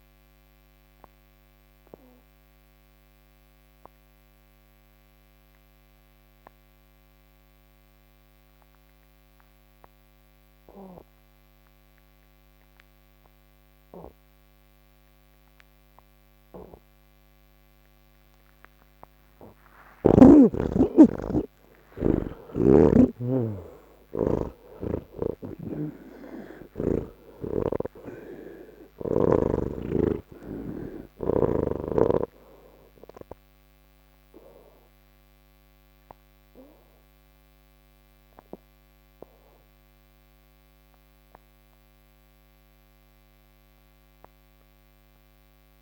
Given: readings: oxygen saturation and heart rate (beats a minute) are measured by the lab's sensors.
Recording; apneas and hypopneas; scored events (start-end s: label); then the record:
breathing in sleep by a microphone on the trachea; none
0.00-11.50 s: oxygen desaturation (device-marked, oxygen 81% lowest, heart rate 70 extreme)
22.50-45.82 s: oxygen desaturation (device-marked, oxygen 98% before, 82% lowest, heart rate 73 before, 54 extreme)
From the record:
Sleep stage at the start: N2 (light sleep); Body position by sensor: on the back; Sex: male